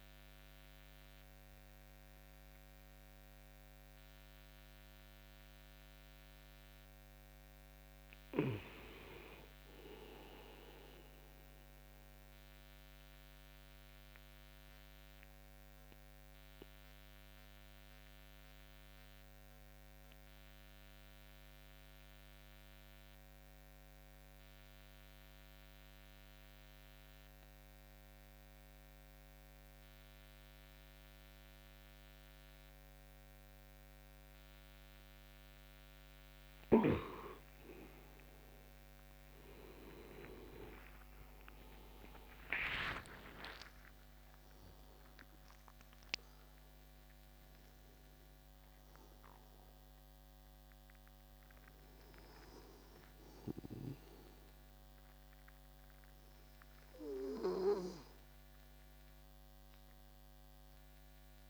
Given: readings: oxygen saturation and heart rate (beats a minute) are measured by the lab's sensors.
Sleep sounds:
breathing in sleep by a microphone on the trachea; 1
0.00-5.00 s: oxygen desaturation (device-marked, oxygen 89% lowest)
7.50-10.00 s: arousal
11.50-35.00 s: obstructive apnea (oxygen 100% before, 93% lowest)
38.00-42.50 s: arousal
39.00-61.50 s: oxygen desaturation (device-marked, oxygen 98% before, 93% lowest, heart rate 41 before, 54 extreme)
From the record:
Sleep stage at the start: REM sleep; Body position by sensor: on the back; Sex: male

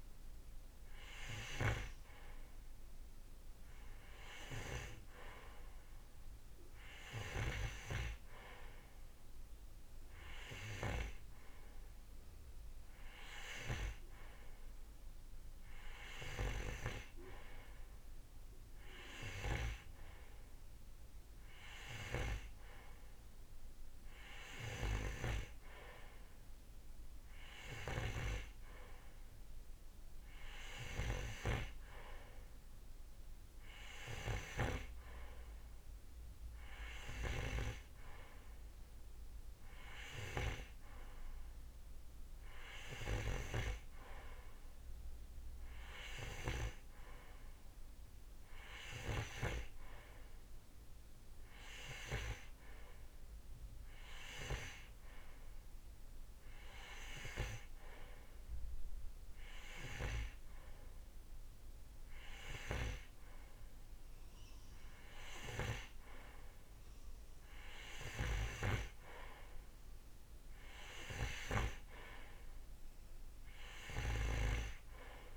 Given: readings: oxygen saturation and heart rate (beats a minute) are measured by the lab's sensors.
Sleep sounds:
breathing in sleep by a room microphone; none
none scored
From the record:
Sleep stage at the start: N2 (light sleep); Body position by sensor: on the right side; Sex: male

